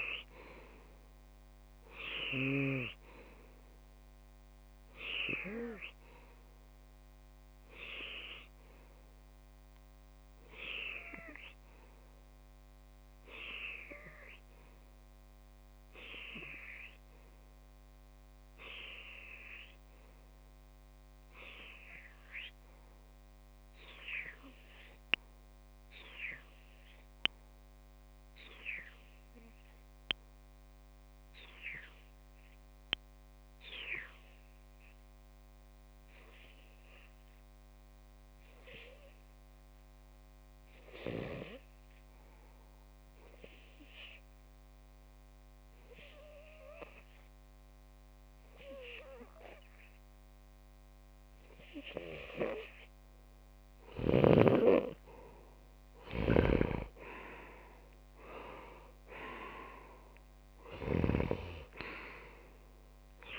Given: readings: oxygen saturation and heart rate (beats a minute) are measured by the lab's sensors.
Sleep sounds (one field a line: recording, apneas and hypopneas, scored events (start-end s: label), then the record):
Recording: breathing in sleep by a microphone on the trachea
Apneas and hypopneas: 1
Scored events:
9.00-54.00 s: obstructive apnea (oxygen 95% before, 93% lowest)
43.50-63.39 s: oxygen desaturation (device-marked, oxygen 98% before, 93% lowest)
56.00-59.50 s: arousal
From the record:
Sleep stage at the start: REM sleep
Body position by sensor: on the left side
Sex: male